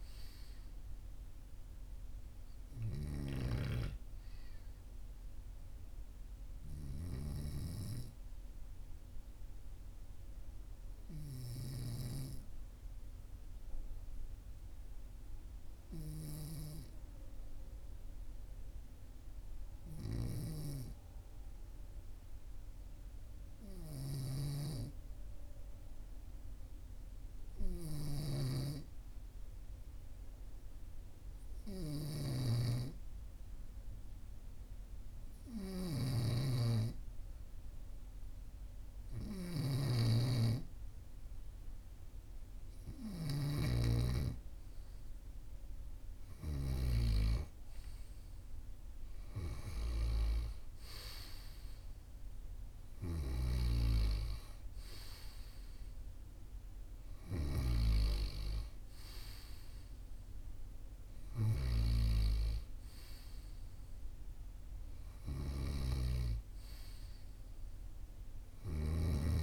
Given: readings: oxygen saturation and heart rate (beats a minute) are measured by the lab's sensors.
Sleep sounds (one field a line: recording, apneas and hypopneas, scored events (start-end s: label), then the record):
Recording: breathing in sleep by a room microphone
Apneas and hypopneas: 1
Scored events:
0.00-7.00 s: oxygen desaturation (device-marked, oxygen 93% lowest, heart rate 42 extreme)
3.50-7.50 s: arousal
10.50-37.50 s: obstructive apnea (oxygen 99% before, 95% lowest, heart rate 44 before, 43 extreme, up 2 after)
35.50-47.00 s: snoring (device-marked)
37.00-42.00 s: oxygen desaturation (device-marked, oxygen 98% before, 97% lowest, heart rate 43 before, 43 extreme)
39.50-43.00 s: arousal
From the record:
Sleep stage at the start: N2 (light sleep)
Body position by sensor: on the right side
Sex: male